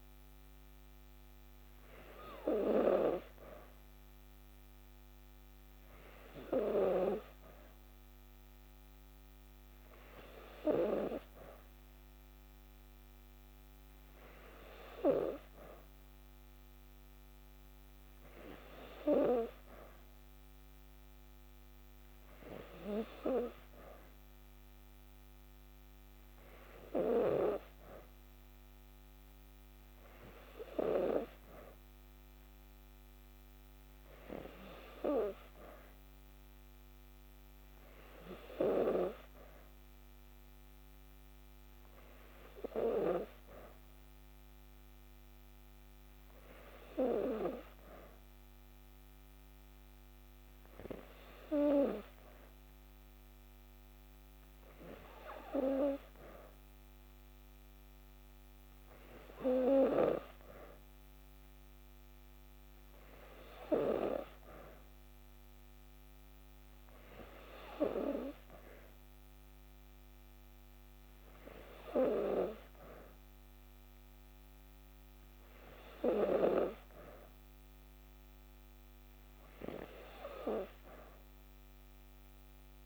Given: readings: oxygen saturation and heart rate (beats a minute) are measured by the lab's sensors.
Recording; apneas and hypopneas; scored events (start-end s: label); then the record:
breathing in sleep by a microphone on the trachea; none
none scored
From the record:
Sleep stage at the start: N2 (light sleep); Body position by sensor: on the back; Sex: female